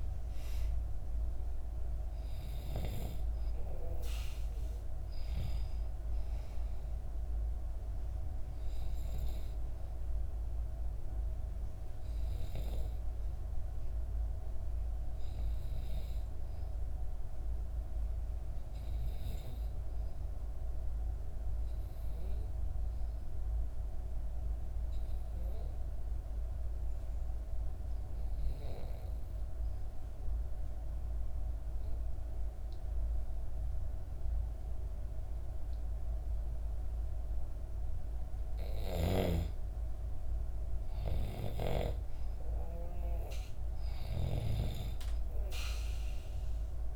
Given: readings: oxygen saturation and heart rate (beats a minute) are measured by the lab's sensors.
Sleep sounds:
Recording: breathing in sleep by a room microphone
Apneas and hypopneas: 1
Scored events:
0.00-1.50 s: arousal
0.00-20.00 s: oxygen desaturation (device-marked, oxygen 91% lowest, heart rate 58 extreme)
20.00-37.00 s: obstructive apnea (oxygen 97% before, 91% lowest, heart rate 61 before, 59 extreme, up 4 after)
38.50-44.00 s: snoring (device-marked)
39.00-46.96 s: oxygen desaturation (device-marked, oxygen 97% before, 91% lowest, heart rate 59 before, 59 extreme)
40.00-44.00 s: arousal
From the record:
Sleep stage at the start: N2 (light sleep)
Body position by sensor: on the back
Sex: female

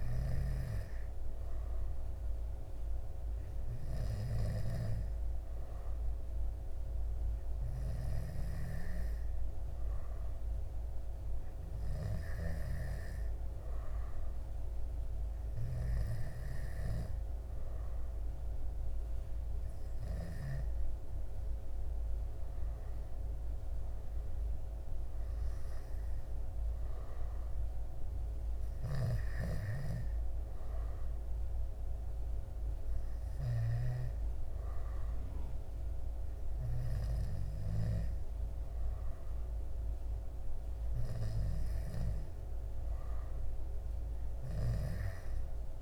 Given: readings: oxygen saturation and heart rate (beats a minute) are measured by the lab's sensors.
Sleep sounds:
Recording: breathing in sleep by a room microphone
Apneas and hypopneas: 1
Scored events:
3.50-19.00 s: hypopnea (oxygen 99% before, 94% lowest, heart rate 71 before, 63 extreme, up 12 after)
21.50-24.00 s: arousal
22.00-44.00 s: oxygen desaturation (device-marked, oxygen 97% before, 94% lowest, heart rate 68 before, 62 extreme)
From the record:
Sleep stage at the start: N2 (light sleep)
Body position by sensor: on the back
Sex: male

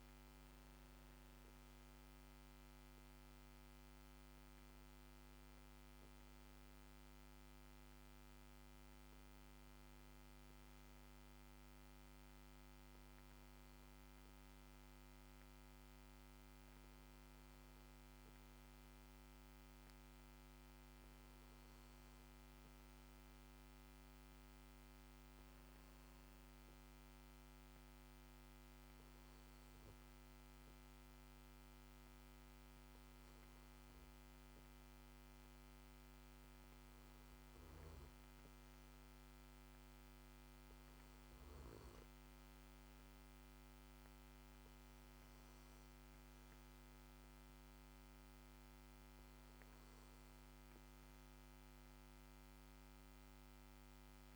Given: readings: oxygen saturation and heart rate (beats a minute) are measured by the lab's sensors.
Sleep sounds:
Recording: breathing in sleep, hard to hear, by a microphone on the trachea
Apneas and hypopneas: none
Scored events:
none scored
From the record:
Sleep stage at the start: N2 (light sleep)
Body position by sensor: on the back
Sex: male

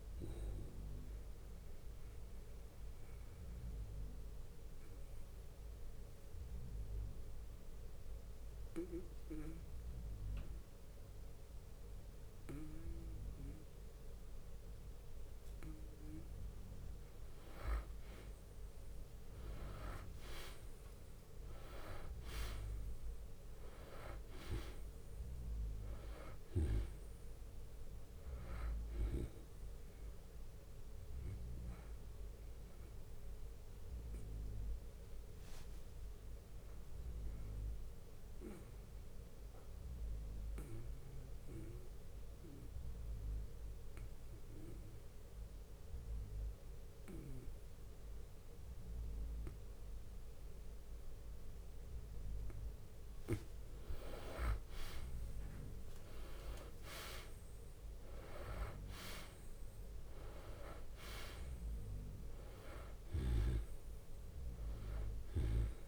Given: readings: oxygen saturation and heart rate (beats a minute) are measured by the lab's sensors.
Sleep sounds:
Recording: breathing in sleep by a room microphone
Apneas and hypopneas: 2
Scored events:
0.00-11.00 s: oxygen desaturation (device-marked, oxygen 91% lowest, heart rate 52 extreme)
0.50-16.50 s: obstructive apnea (oxygen 98% before, 91% lowest, heart rate 65 before, 52 extreme, up 23 after)
3.00-16.00 s: bradycardia (device-marked, heart rate 73 before, 53 extreme)
19.50-23.50 s: arousal
20.00-32.00 s: drop in pulse transit time (device-marked, heart rate 58 before, 64 extreme)
25.00-46.00 s: oxygen desaturation (device-marked, oxygen 98% before, 92% lowest, heart rate 61 before, 45 extreme)
33.00-58.00 s: bradycardia (device-marked, heart rate 73 before, 45 extreme)
39.00-52.50 s: obstructive apnea (oxygen 98% before, 90% lowest, heart rate 65 before, 45 extreme, up 6 after)
53.50-57.50 s: arousal
56.00-65.88 s: drop in pulse transit time (device-marked, heart rate 54 before, 45 extreme)
57.00-65.88 s: oxygen desaturation (device-marked, oxygen 97% before, 93% lowest, heart rate 53 before, 56 extreme)
57.50-59.50 s: long interval between heartbeats (device-marked, heart rate 53 before, 52 extreme)
From the record:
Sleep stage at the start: N2 (light sleep)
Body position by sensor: on the back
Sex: male

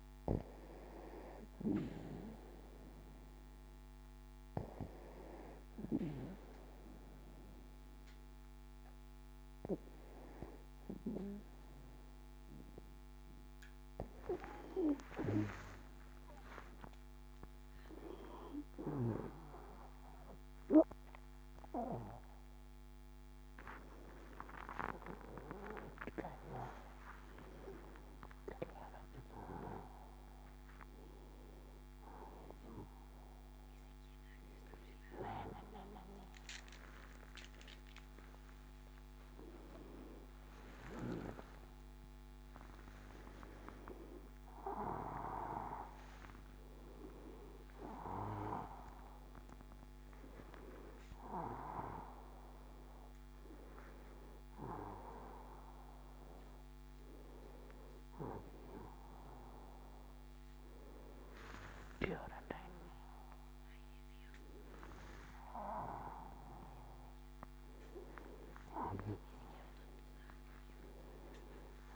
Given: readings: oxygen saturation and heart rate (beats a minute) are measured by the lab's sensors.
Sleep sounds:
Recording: a person awake in a sleep study, by a microphone on the trachea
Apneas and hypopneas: none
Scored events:
4.50-71.96 s: new sleep stage, awake
From the record:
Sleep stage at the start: N2 (light sleep)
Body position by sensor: on the back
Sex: female

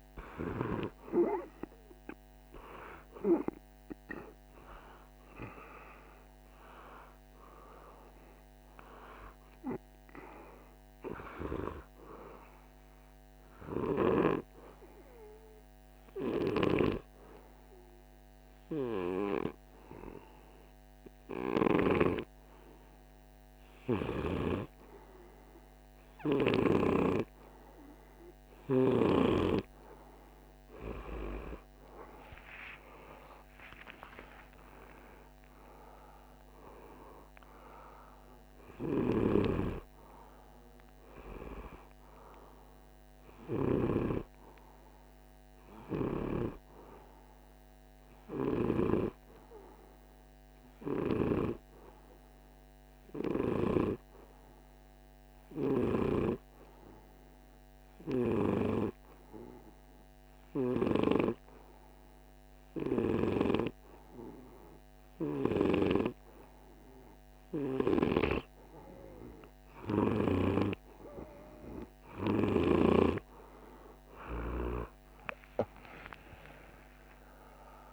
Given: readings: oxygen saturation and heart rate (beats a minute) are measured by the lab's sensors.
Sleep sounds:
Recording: breathing in sleep by a microphone on the trachea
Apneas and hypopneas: 2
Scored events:
13.00-26.00 s: hypopnea (oxygen 100% before, 92% lowest, heart rate 52 before, 49 extreme, up 2 after)
21.00-26.00 s: snoring (device-marked)
32.00-37.00 s: arousal
38.50-43.50 s: snoring (device-marked)
50.50-70.50 s: hypopnea (oxygen 98% before, 91% lowest, heart rate 52 before, 50 extreme, up 2 after)
67.00-72.00 s: snoring (device-marked)
75.00-77.93 s: arousal
From the record:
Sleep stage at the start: N2 (light sleep)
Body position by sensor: on the right side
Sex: male

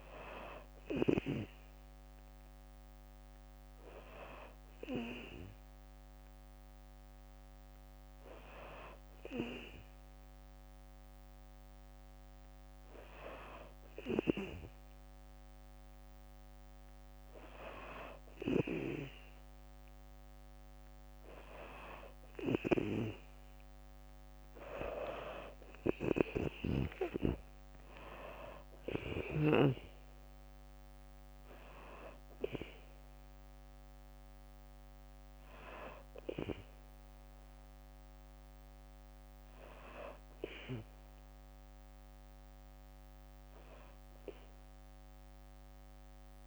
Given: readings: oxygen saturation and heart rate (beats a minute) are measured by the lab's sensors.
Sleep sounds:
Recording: breathing in sleep by a microphone on the trachea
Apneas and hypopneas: none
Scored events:
23.00-36.00 s: drop in pulse transit time (device-marked, heart rate 63 before, 63 extreme)
From the record:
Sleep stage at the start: N2 (light sleep)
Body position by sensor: on the back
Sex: female

